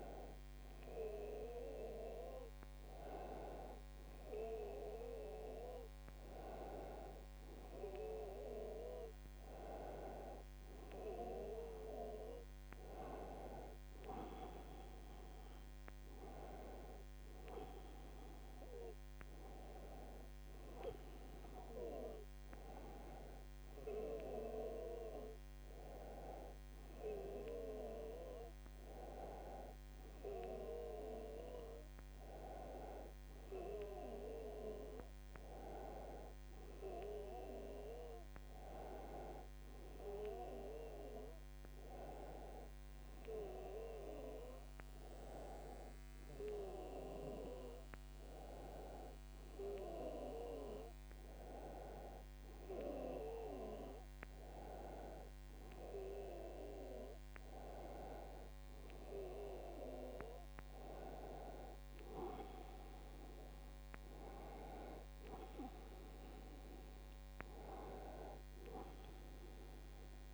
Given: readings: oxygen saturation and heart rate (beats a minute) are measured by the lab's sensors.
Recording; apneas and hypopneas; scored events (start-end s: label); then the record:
a person awake in a sleep study, by a microphone on the trachea; none
38.00-70.33 s: new sleep stage, N1 (lightest sleep)
From the record:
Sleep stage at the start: awake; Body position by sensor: on the back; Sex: male